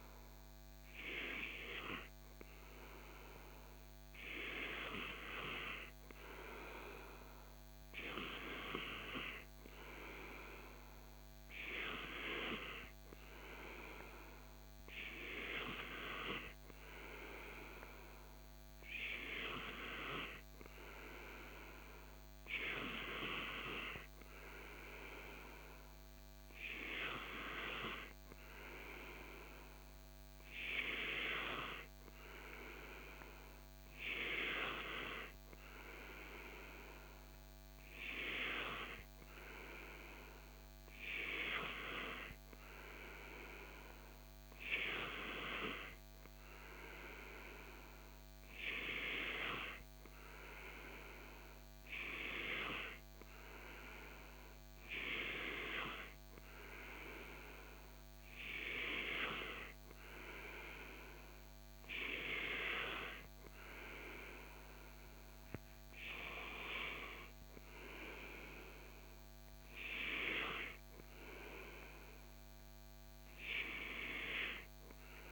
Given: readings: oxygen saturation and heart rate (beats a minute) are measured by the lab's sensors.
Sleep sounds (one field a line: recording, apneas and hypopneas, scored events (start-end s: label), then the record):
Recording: breathing in sleep by a microphone on the trachea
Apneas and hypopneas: none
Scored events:
none scored
From the record:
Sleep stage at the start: N2 (light sleep)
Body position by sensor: on the back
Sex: male